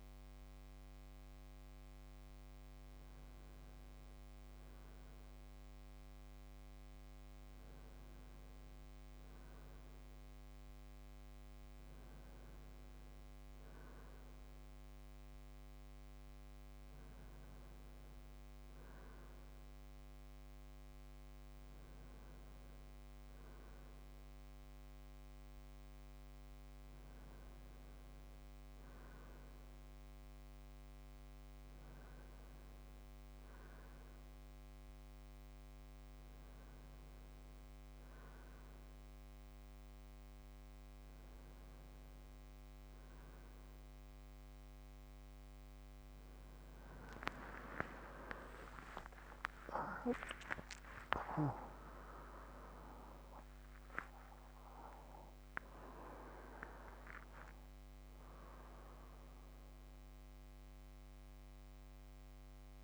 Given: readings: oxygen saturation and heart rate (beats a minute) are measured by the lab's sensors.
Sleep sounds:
a person partly awake in a sleep study, by a microphone on the trachea; none
36.00-62.84 s: new sleep stage, awake
From the record:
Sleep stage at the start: N2 (light sleep); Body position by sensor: on the right side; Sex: male

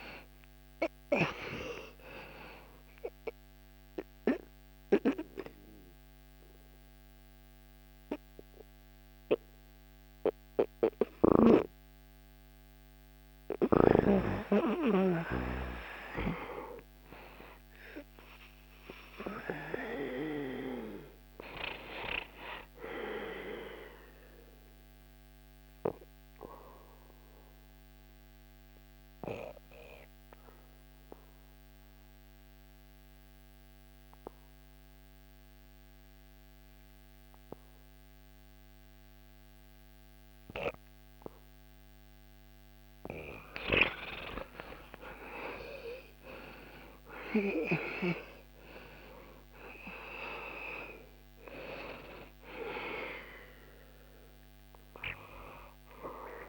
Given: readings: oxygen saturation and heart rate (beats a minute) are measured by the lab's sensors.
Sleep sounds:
breathing in sleep by a microphone on the trachea; 2
0.00-23.00 s: oxygen desaturation (device-marked, oxygen 75% lowest, heart rate 67 extreme)
3.00-13.00 s: central apnea (oxygen 98% before, 75% lowest, heart rate 72 before, 74 extreme, up 10 after)
15.00-19.00 s: arousal
23.00-41.50 s: obstructive apnea (oxygen 90% before, 86% lowest, heart rate 80 before, 74 extreme, up 6 after)
43.50-48.50 s: arousal
47.00-56.49 s: oxygen desaturation (device-marked, oxygen 98% before, 90% lowest, heart rate 82 before, 68 extreme)
From the record:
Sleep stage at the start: REM sleep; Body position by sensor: on the back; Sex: male

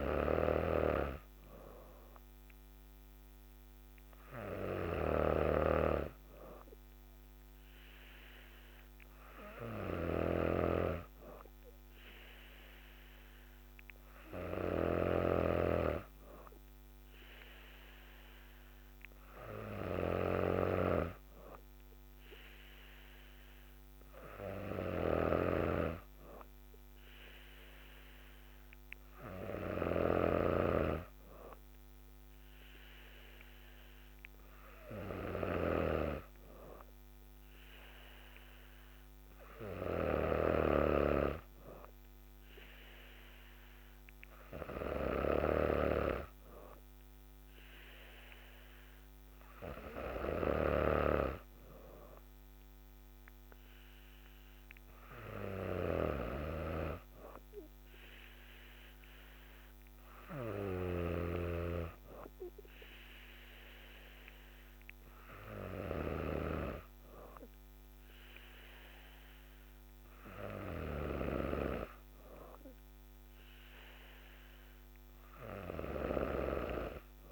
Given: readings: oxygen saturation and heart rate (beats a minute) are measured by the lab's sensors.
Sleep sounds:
breathing in sleep by a microphone on the trachea; none
0.00-71.50 s: snoring (device-marked)
From the record:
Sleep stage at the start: N3 (deep sleep); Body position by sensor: on the back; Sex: female

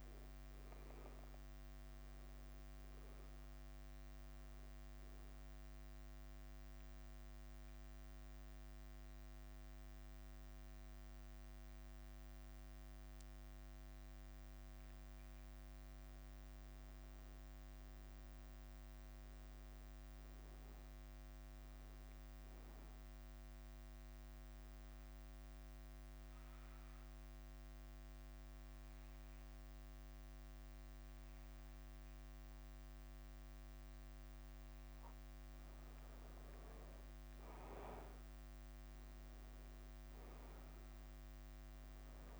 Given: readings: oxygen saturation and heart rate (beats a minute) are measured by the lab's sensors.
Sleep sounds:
breathing in sleep, hard to hear, by a microphone on the trachea; 2
0.00-42.40 s: bradycardia (device-marked, heart rate 43 extreme)
6.00-17.00 s: obstructive apnea (oxygen 98% before, 95% lowest, heart rate 53 before, 45 extreme, up 9 after)
18.50-21.50 s: arousal
24.50-35.50 s: obstructive apnea (oxygen 97% before, 94% lowest, heart rate 52 before, 43 extreme, up 2 after)
33.50-35.50 s: long interval between heartbeats (device-marked, heart rate 51 before, 51 extreme)
37.00-40.50 s: arousal
From the record:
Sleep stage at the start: N2 (light sleep); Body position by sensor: on the back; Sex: male

